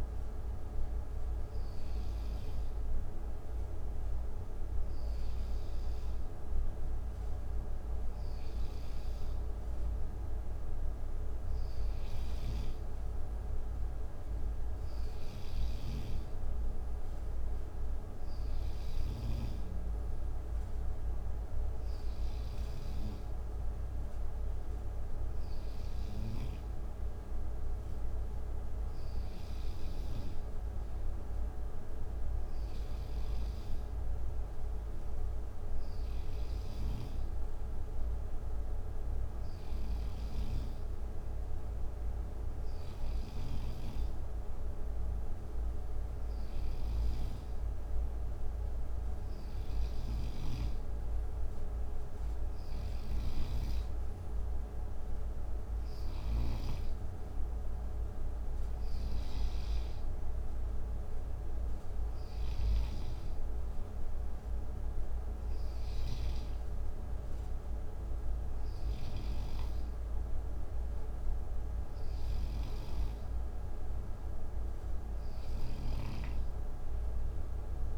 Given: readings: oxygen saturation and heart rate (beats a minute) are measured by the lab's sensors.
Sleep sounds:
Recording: breathing in sleep, hard to hear, by a room microphone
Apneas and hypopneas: none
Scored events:
15.00-22.50 s: snoring (device-marked)
43.00-56.00 s: snoring (device-marked)
68.50-77.98 s: snoring (device-marked)
From the record:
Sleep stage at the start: N2 (light sleep)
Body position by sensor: on the right side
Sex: male

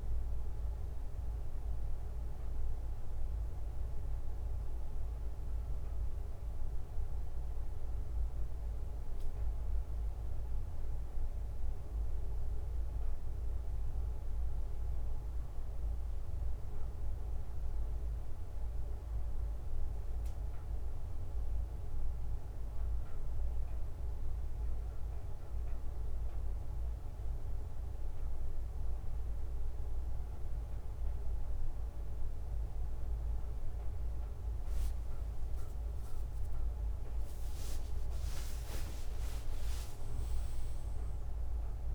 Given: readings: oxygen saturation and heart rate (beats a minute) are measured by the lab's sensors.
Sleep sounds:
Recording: breathing in sleep, hard to hear, by a room microphone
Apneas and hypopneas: none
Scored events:
36.50-41.00 s: arousal
From the record:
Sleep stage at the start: N1 (lightest sleep)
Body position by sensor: on the right side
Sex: male

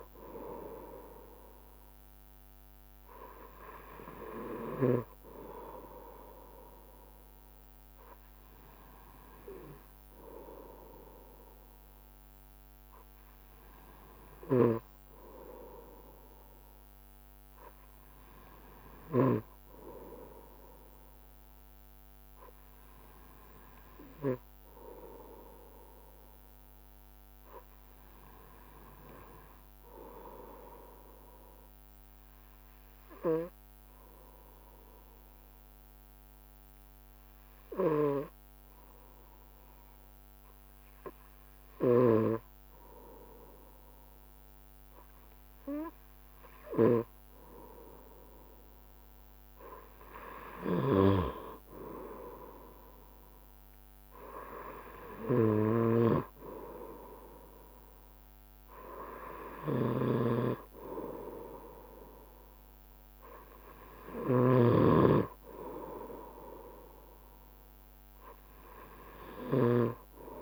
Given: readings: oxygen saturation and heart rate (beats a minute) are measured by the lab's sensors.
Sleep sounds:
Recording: breathing in sleep by a microphone on the trachea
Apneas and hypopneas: 1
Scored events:
15.50-18.50 s: arousal
20.50-48.50 s: obstructive apnea (oxygen 96% before, 93% lowest, heart rate 69 before, 67 extreme, up 6 after)
50.50-54.00 s: arousal
60.00-70.00 s: snoring (device-marked)
From the record:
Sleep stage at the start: N2 (light sleep)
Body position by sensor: on the right side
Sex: male

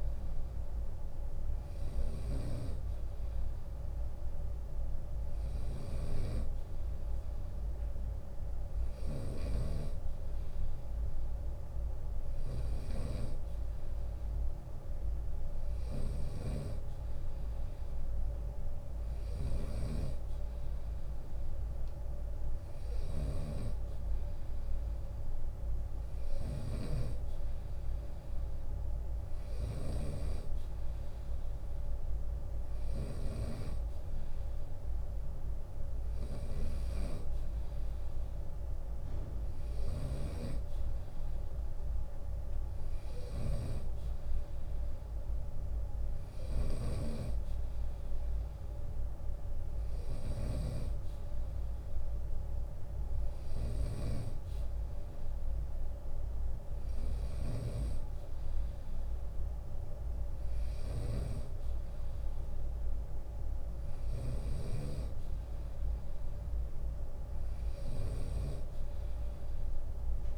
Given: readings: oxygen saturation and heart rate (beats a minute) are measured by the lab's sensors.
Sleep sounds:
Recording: breathing in sleep by a room microphone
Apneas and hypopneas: none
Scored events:
0.00-39.50 s: snoring (device-marked)
45.50-70.38 s: snoring (device-marked)
68.50-70.38 s: long interval between heartbeats (device-marked, heart rate 76 before, 81 extreme)
From the record:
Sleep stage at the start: N2 (light sleep)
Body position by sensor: on the right side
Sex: male

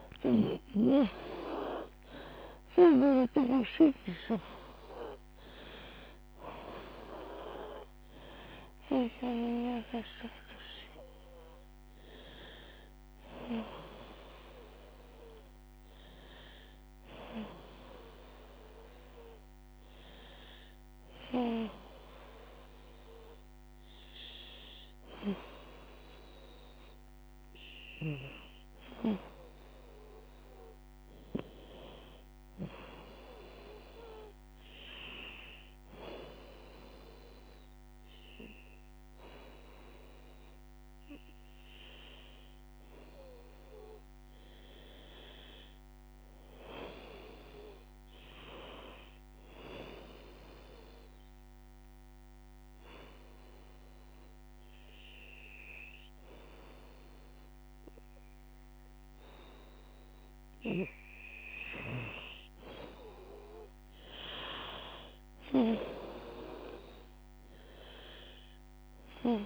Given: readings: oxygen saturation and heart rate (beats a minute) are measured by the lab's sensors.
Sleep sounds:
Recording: breathing in sleep by a microphone on the trachea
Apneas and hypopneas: 2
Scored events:
0.00-10.50 s: drop in pulse transit time (device-marked, heart rate 95 extreme)
0.00-17.50 s: oxygen desaturation (device-marked, oxygen 81% lowest, heart rate 76 extreme)
26.00-29.50 s: arousal
33.00-43.50 s: hypopnea (oxygen 95% before, 88% lowest, heart rate 91 before, 68 extreme, up 0 after)
45.00-48.50 s: arousal
50.50-61.50 s: oxygen desaturation (device-marked, oxygen 93% before, 90% lowest, heart rate 81 before, 68 extreme)
51.00-61.50 s: obstructive apnea (oxygen 95% before, 88% lowest, heart rate 81 before, 68 extreme, up 23 after)
63.50-66.50 s: arousal
63.50-69.46 s: oxygen desaturation (device-marked, oxygen 93% before, 88% lowest, heart rate 76 before, 79 extreme)
64.50-69.46 s: drop in pulse transit time (device-marked, heart rate 76 before, 76 extreme)
From the record:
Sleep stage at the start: N2 (light sleep)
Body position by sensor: on the back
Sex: female

